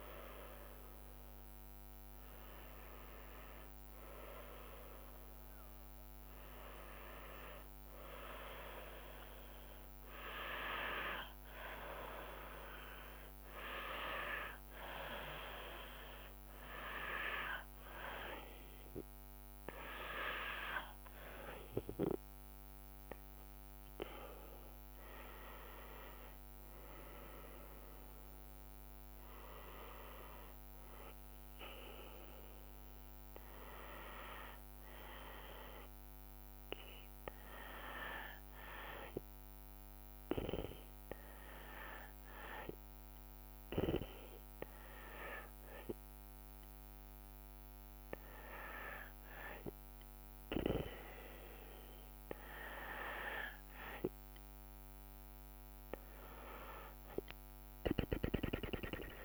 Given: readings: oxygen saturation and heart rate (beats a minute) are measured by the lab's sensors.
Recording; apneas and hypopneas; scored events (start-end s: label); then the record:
breathing in sleep by a microphone on the trachea; none
0.00-1.00 s: drop in pulse transit time (device-marked, heart rate 73 extreme)
From the record:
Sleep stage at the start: N2 (light sleep); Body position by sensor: on the back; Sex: female